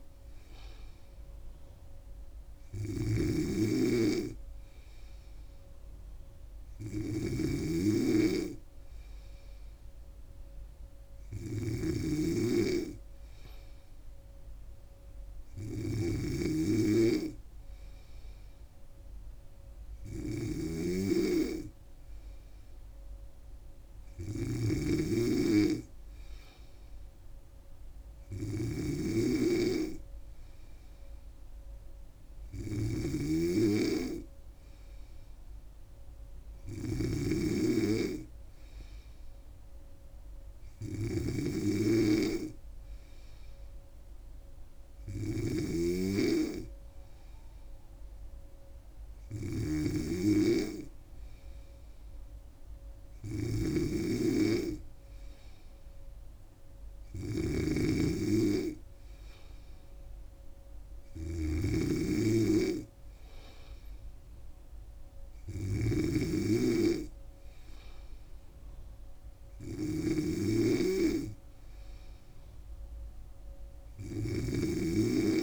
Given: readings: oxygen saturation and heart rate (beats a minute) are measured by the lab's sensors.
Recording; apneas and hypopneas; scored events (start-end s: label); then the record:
breathing in sleep by a room microphone; none
0.00-75.43 s: snoring (device-marked)
From the record:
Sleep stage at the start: N3 (deep sleep); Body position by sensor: on the back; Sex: female